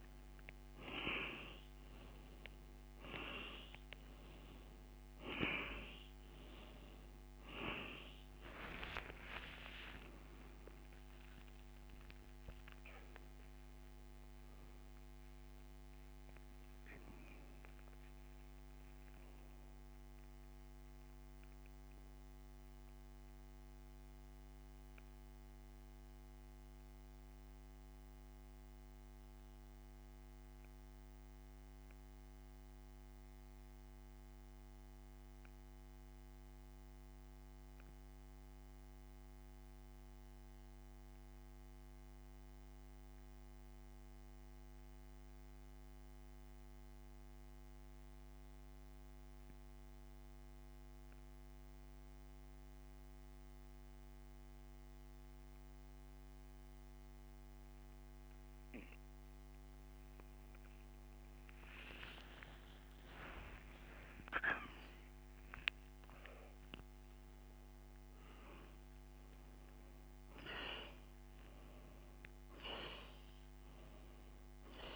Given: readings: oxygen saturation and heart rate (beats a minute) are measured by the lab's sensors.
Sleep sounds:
breathing in sleep by a microphone on the trachea; 1
2.00-12.00 s: oxygen desaturation (device-marked, oxygen 98% before, 92% lowest, heart rate 79 before, 69 extreme)
11.50-16.00 s: arousal
21.00-60.00 s: central apnea (oxygen 98% before, 85% lowest, heart rate 87 before, 57 extreme, up 22 after)
33.00-59.00 s: oxygen desaturation (device-marked, oxygen 92% before, 85% lowest, heart rate 83 before, 57 extreme)
62.00-65.50 s: arousal
From the record:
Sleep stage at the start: N2 (light sleep); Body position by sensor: on the back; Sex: male

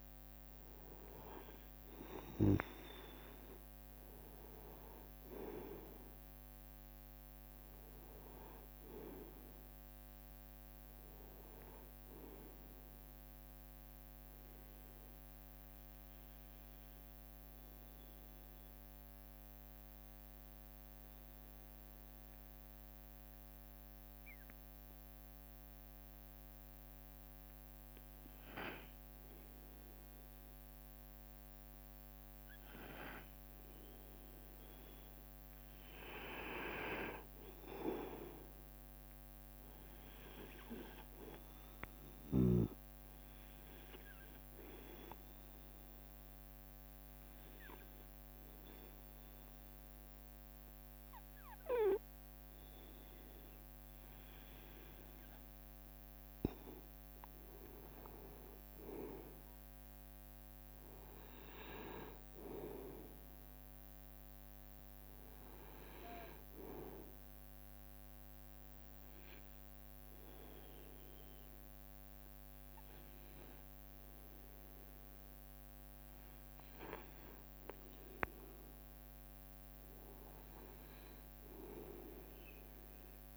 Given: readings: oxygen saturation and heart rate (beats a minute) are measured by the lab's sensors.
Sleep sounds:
breathing in sleep by a microphone on the trachea; 3
6.50-9.00 s: leg movement (device-marked)
9.00-18.00 s: oxygen desaturation (device-marked, oxygen 94% before, 90% lowest, heart rate 69 before, 69 extreme)
10.00-14.50 s: leg movement (device-marked)
10.50-12.50 s: long interval between heartbeats (device-marked, heart rate 69 before, 75 extreme)
16.50-33.00 s: obstructive apnea (oxygen 96% before, 90% lowest, heart rate 71 before, 69 extreme, up 2 after)
17.50-19.50 s: long interval between heartbeats (device-marked, heart rate 72 before, 77 extreme)
22.00-24.00 s: leg movement (device-marked)
34.50-39.50 s: leg movement (device-marked)
36.50-40.50 s: arousal
39.00-57.00 s: oxygen desaturation (device-marked, oxygen 96% before, 90% lowest, heart rate 72 before, 69 extreme)
41.50-43.00 s: leg movement (device-marked)
44.00-56.50 s: obstructive apnea (oxygen 96% before, 90% lowest, heart rate 70 before, 69 extreme, up 2 after)
51.00-53.00 s: leg movement (device-marked)
58.00-59.50 s: leg movement (device-marked)
59.00-63.50 s: arousal
67.50-77.50 s: obstructive apnea (oxygen 95% before, 92% lowest, heart rate 72 before, 65 extreme, up 8 after)
82.00-83.37 s: drop in pulse transit time (device-marked, heart rate 70 before, 69 extreme)
From the record:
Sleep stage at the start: N2 (light sleep); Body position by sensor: on the right side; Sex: male

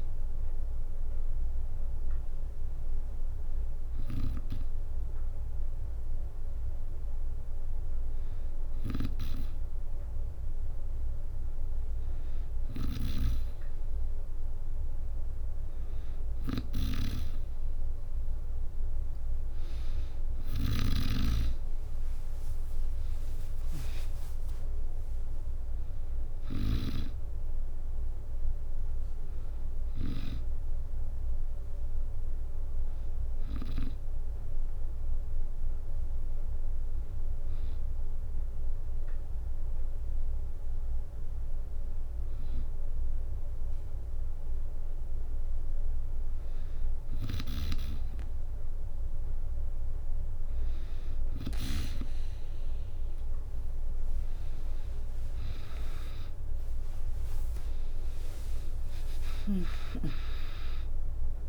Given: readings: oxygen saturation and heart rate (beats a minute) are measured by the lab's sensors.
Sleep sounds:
breathing in sleep by a room microphone; none
0.00-30.00 s: snoring (device-marked)
23.50-25.50 s: arousal
46.50-51.50 s: snoring (device-marked)
54.00-57.00 s: arousal
54.00-61.49 s: oxygen desaturation (device-marked, oxygen 96% before, 92% lowest, heart rate 64 before, 61 extreme)
56.50-58.50 s: long interval between heartbeats (device-marked, heart rate 64 before, 78 extreme)
58.00-61.49 s: drop in pulse transit time (device-marked, heart rate 66 before, 62 extreme)
From the record:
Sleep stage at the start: N2 (light sleep); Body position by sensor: on the back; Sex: female

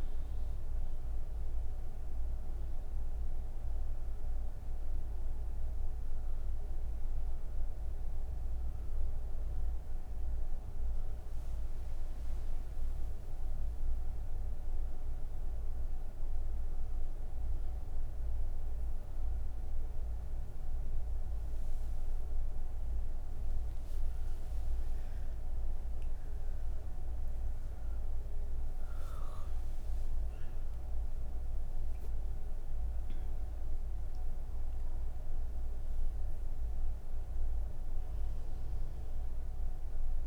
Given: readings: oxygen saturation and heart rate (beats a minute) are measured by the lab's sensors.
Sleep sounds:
breathing in sleep, hard to hear, by a room microphone; none
none scored
From the record:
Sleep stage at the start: N1 (lightest sleep); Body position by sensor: on the right side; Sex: female

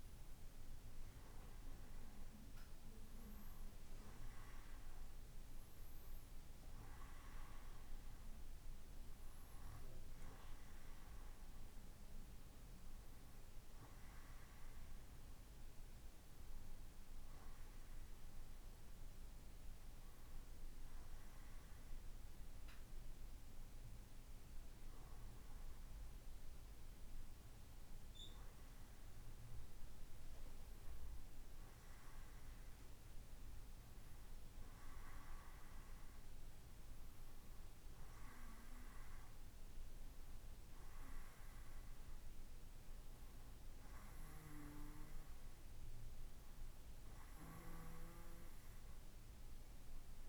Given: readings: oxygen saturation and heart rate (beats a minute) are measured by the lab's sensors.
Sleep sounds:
breathing in sleep, hard to hear, by a room microphone; none
none scored
From the record:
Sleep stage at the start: N2 (light sleep); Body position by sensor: on the right side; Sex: male

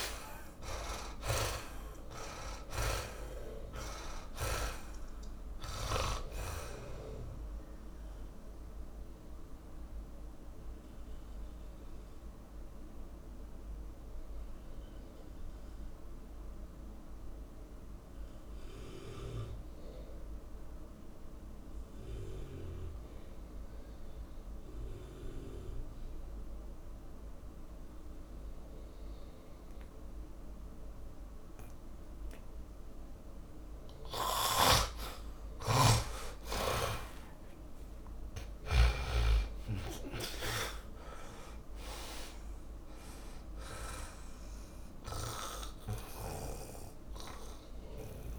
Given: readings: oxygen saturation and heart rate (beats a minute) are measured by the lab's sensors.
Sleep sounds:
breathing in sleep by a room microphone; 1
0.00-23.50 s: oxygen desaturation (device-marked, oxygen 71% lowest)
9.50-35.50 s: mixed apnea (oxygen 85% before, 71% lowest)
31.50-48.38 s: oxygen desaturation (device-marked, oxygen 99% before, 76% lowest)
34.50-39.00 s: snoring (device-marked)
37.50-41.50 s: arousal
From the record:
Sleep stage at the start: N2 (light sleep); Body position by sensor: on the back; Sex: male

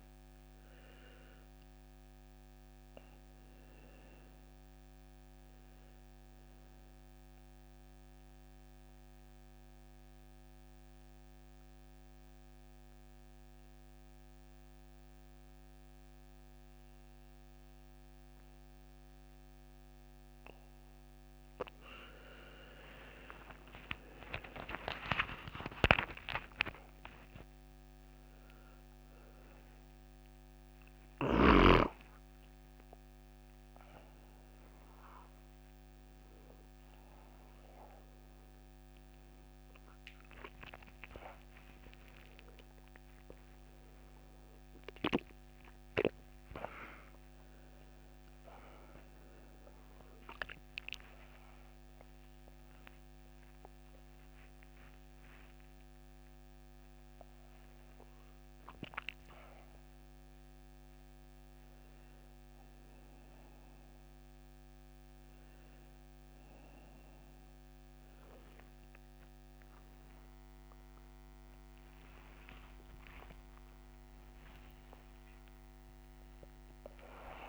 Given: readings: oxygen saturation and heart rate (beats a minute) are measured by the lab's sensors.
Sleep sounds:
a person awake in a sleep study, by a microphone on the trachea; 1
0.00-3.00 s: arousal
0.00-21.50 s: oxygen desaturation (device-marked, oxygen 90% lowest)
7.50-20.50 s: obstructive apnea (oxygen 97% before, 91% lowest)
7.50-77.48 s: new sleep stage, awake
29.50-39.50 s: oxygen desaturation (device-marked, oxygen 99% before, 94% lowest)
From the record:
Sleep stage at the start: N1 (lightest sleep); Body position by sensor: on the back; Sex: male

